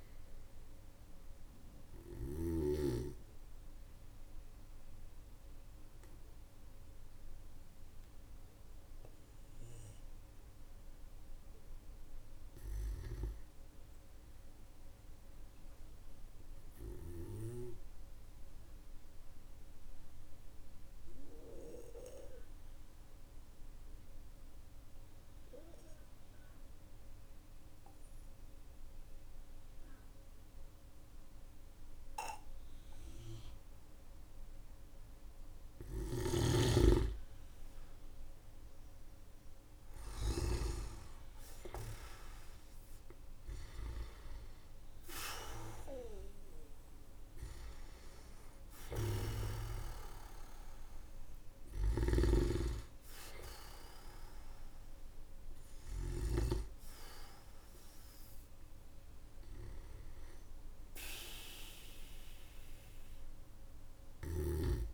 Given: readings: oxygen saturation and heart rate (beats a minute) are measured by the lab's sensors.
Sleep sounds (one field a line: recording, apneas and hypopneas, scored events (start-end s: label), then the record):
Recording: breathing in sleep by a room microphone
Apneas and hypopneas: 1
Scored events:
0.00-18.50 s: oxygen desaturation (device-marked, oxygen 91% lowest, heart rate 44 extreme)
7.50-10.50 s: arousal
16.00-34.50 s: obstructive apnea (oxygen 97% before, 92% lowest, heart rate 50 before, 43 extreme, up 8 after)
35.50-40.00 s: snoring (device-marked)
35.50-64.94 s: oxygen desaturation (device-marked, oxygen 98% before, 92% lowest, heart rate 56 before, 43 extreme)
41.00-46.50 s: arousal
51.00-56.00 s: snoring (device-marked)
From the record:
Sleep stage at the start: N2 (light sleep)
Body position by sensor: on the back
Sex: male